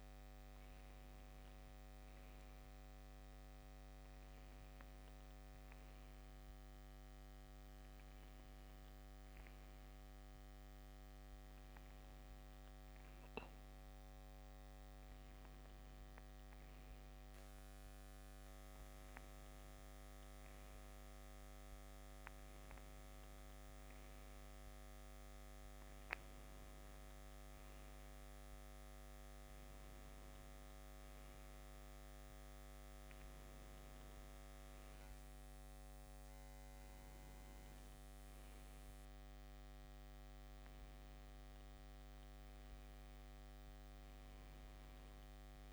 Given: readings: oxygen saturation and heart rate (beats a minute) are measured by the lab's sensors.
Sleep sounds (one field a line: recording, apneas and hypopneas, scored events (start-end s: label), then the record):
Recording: breathing in sleep, hard to hear, by a microphone on the trachea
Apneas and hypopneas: none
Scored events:
12.50-14.50 s: long interval between heartbeats (device-marked, heart rate 62 before, 67 extreme)
From the record:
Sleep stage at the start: N2 (light sleep)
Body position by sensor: on the left side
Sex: male